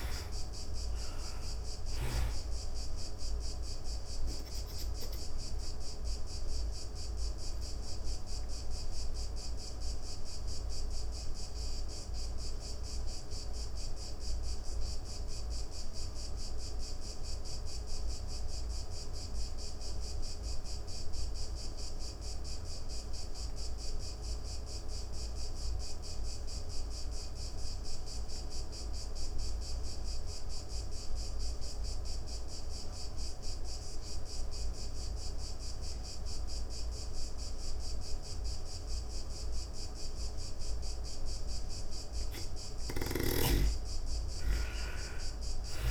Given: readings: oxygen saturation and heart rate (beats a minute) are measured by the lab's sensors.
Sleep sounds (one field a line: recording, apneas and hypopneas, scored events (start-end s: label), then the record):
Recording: breathing in sleep, hard to hear, by a room microphone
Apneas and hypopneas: 1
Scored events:
0.00-21.50 s: oxygen desaturation (device-marked, oxygen 75% lowest)
3.00-41.00 s: obstructive apnea (oxygen 98% before, 73% lowest)
28.50-45.91 s: oxygen desaturation (device-marked, oxygen 98% before, 73% lowest)
41.50-45.91 s: snoring (device-marked)
42.50-45.91 s: arousal
From the record:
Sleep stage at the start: N2 (light sleep)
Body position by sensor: on the back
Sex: female